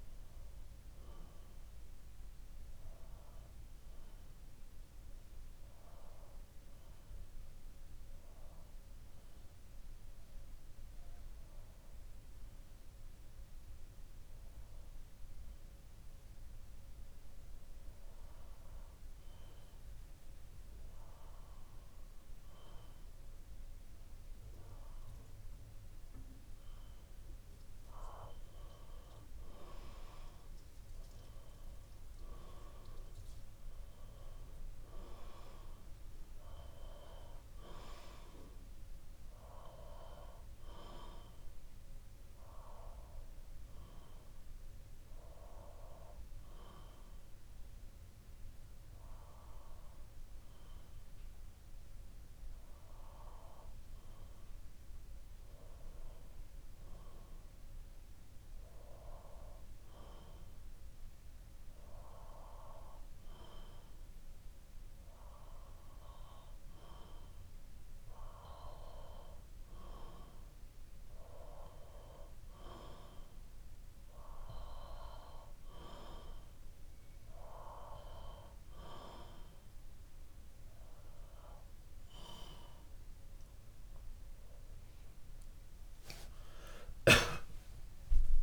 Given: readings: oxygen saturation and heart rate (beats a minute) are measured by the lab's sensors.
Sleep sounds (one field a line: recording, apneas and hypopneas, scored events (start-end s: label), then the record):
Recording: breathing in sleep by a room microphone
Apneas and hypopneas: 2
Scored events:
2.00-26.00 s: obstructive apnea (oxygen 94% before, 92% lowest, heart rate 62 before, 58 extreme, up 5 after)
3.00-27.00 s: bradycardia (device-marked, heart rate 61 before, 58 extreme)
28.50-32.00 s: arousal
42.50-54.00 s: obstructive apnea (oxygen 97% before, 92% lowest, heart rate 61 before, 59 extreme, up 2 after)
49.00-52.00 s: bradycardia (device-marked, heart rate 61 before, 60 extreme)
55.50-58.50 s: arousal
58.00-75.00 s: oxygen desaturation (device-marked, oxygen 96% before, 92% lowest, heart rate 60 before, 59 extreme)
61.00-64.00 s: bradycardia (device-marked, heart rate 61 before, 60 extreme)
86.00-88.43 s: arousal
From the record:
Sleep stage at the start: N2 (light sleep)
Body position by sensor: on the back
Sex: male